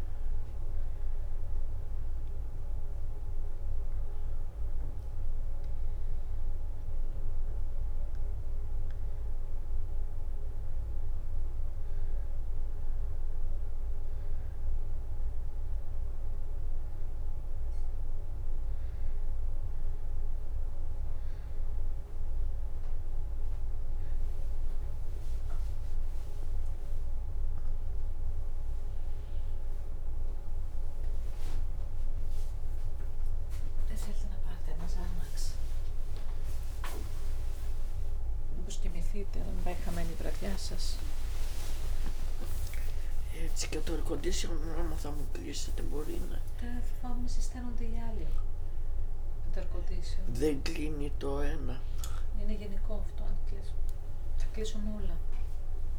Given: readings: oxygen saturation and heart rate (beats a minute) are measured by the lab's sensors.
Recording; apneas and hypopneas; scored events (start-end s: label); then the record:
a person awake in a sleep study, by a room microphone; none
24.00-27.00 s: leg movement (device-marked)
36.00-38.50 s: leg movement (device-marked)
39.00-40.50 s: leg movement (device-marked)
39.50-50.50 s: drop in pulse transit time (device-marked, heart rate 65 before, 68 extreme)
41.00-47.50 s: leg movement (device-marked)
From the record:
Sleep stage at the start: awake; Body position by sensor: on the back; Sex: female